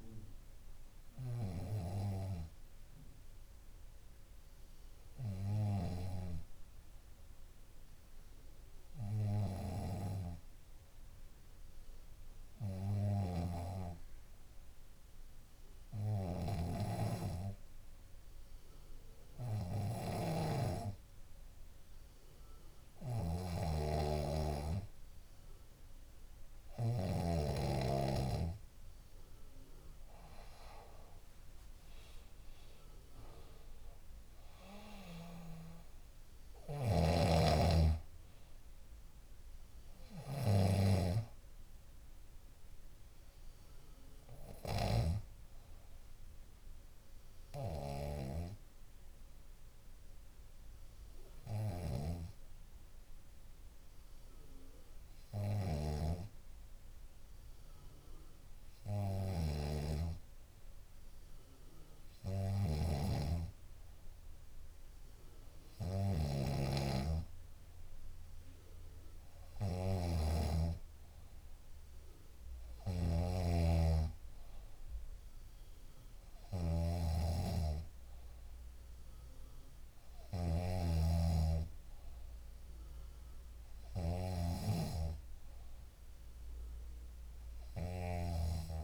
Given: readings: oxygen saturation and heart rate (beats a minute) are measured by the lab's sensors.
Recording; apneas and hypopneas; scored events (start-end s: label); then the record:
breathing in sleep by a room microphone; 2
3.00-28.00 s: hypopnea (oxygen 97% before, 94% lowest, heart rate 64 before, 65 extreme, up 5 after)
13.00-27.50 s: snoring (device-marked)
27.00-39.00 s: oxygen desaturation (device-marked, oxygen 98% before, 94% lowest, heart rate 67 before, 64 extreme)
31.00-33.50 s: arousal
36.50-40.50 s: snoring (device-marked)
48.50-59.50 s: obstructive apnea (oxygen 97% before, 94% lowest, heart rate 69 before, 64 extreme, up 5 after)
59.50-88.83 s: snoring (device-marked)
61.50-64.50 s: arousal
From the record:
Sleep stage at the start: N2 (light sleep); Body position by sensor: on the back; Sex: female